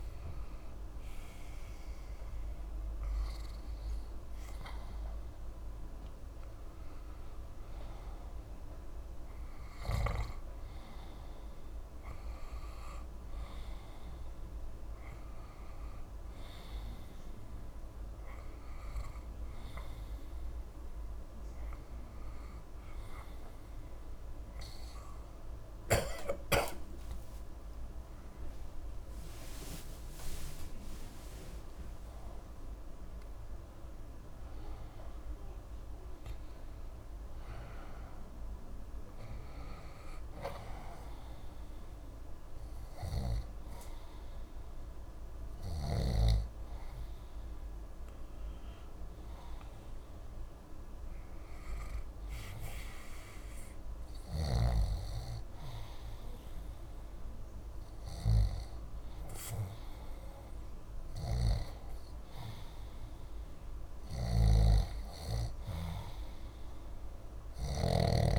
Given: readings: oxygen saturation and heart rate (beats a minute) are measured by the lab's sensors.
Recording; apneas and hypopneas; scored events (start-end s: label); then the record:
breathing in sleep by a room microphone; 1
27.50-31.00 s: arousal
42.00-55.50 s: hypopnea (oxygen 95% before, 90% lowest, heart rate 70 before, 62 extreme, up 0 after)
57.00-60.50 s: arousal
64.00-68.00 s: snoring (device-marked)
From the record:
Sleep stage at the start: N2 (light sleep); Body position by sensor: on the back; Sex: male